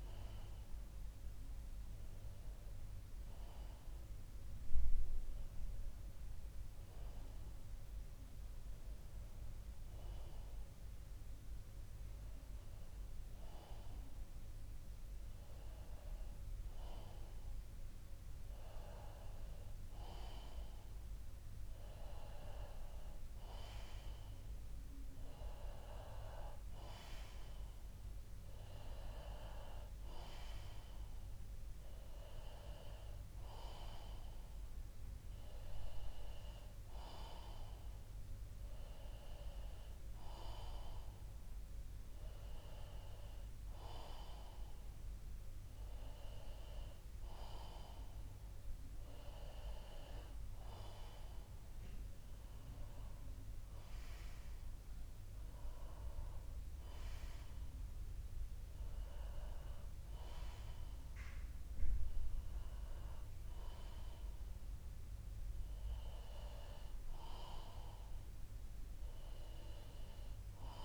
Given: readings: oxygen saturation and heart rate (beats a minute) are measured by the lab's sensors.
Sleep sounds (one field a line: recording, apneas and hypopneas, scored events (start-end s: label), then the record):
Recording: breathing in sleep by a room microphone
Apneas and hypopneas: none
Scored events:
none scored
From the record:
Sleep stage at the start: N2 (light sleep)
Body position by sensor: on the back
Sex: male